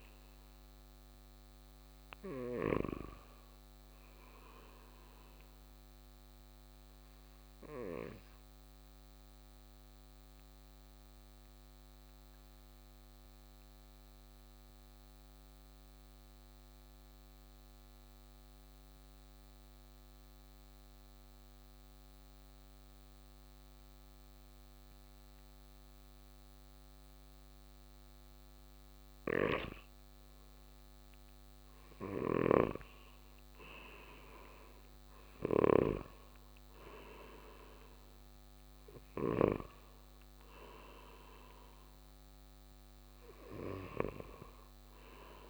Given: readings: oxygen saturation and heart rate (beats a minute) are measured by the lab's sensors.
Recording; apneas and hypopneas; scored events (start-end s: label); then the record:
breathing in sleep by a microphone on the trachea; 1
0.00-2.00 s: arousal
6.00-30.00 s: obstructive apnea (oxygen 99% before, 91% lowest, heart rate 59 before, 54 extreme, up 7 after)
30.00-45.50 s: oxygen desaturation (device-marked, oxygen 97% before, 91% lowest, heart rate 57 before, 54 extreme)
31.50-36.00 s: arousal
32.00-36.00 s: snoring (device-marked)
From the record:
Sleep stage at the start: N2 (light sleep); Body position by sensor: on the right side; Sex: male